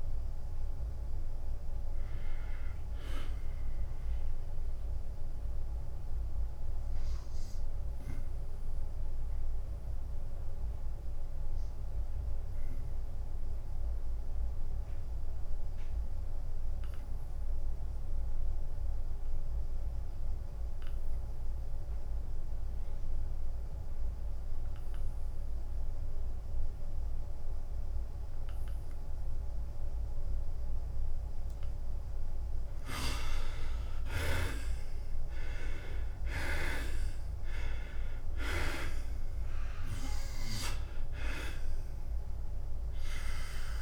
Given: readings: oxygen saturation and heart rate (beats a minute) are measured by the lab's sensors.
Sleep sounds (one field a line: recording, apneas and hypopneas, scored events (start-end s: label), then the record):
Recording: breathing in sleep by a room microphone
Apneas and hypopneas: 1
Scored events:
0.00-7.50 s: drop in pulse transit time (device-marked, heart rate 86 extreme)
0.50-3.50 s: tachycardia (device-marked, heart rate 89 before, 100 extreme)
5.00-33.00 s: obstructive apnea (oxygen 95% before, 69% lowest, heart rate 93 before, 83 extreme, up 11 after)
12.50-25.50 s: oxygen desaturation (device-marked, oxygen 93% before, 69% lowest, heart rate 96 before, 83 extreme)
34.50-43.82 s: drop in pulse transit time (device-marked, heart rate 87 before, 87 extreme)
36.50-40.00 s: arousal
From the record:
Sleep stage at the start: N2 (light sleep)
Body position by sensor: on the back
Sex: male